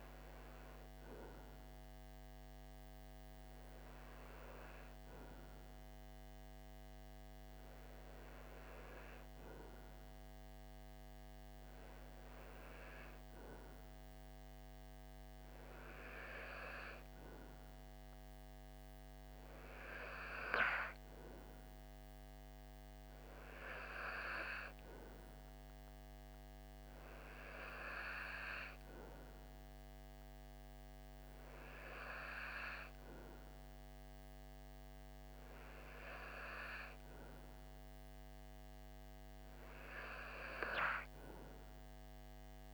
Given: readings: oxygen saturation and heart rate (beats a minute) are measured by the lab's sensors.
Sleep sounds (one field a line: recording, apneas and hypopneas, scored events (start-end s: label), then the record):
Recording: breathing in sleep by a microphone on the trachea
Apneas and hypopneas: none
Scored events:
none scored
From the record:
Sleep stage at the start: REM sleep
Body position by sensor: on the right side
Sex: male